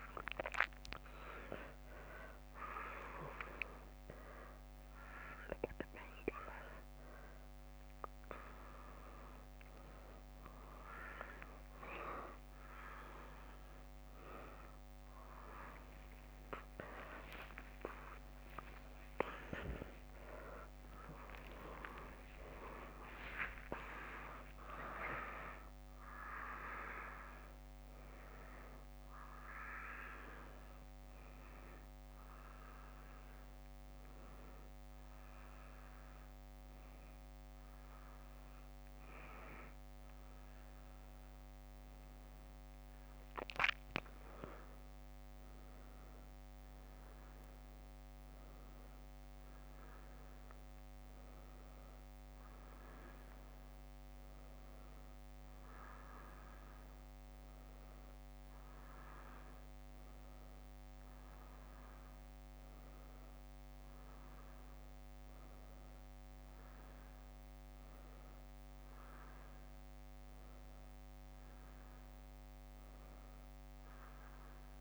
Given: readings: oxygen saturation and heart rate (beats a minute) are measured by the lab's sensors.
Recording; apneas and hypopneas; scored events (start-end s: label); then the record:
a person awake in a sleep study, by a microphone on the trachea; none
0.00-1.00 s: bradycardia (device-marked)
4.50-14.50 s: leg movement (device-marked)
8.00-13.00 s: tachycardia (device-marked, heart rate 69 before, 103 extreme)
14.00-20.00 s: tachycardia (device-marked, heart rate 69 before, 123 extreme)
18.00-33.00 s: drop in pulse transit time (device-marked, heart rate 81 before, 83 extreme)
51.00-52.00 s: leg movement (device-marked)
55.00-58.50 s: leg movement (device-marked)
60.00-74.81 s: new sleep stage, N1 (lightest sleep)
From the record:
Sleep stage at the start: awake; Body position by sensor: on the back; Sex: female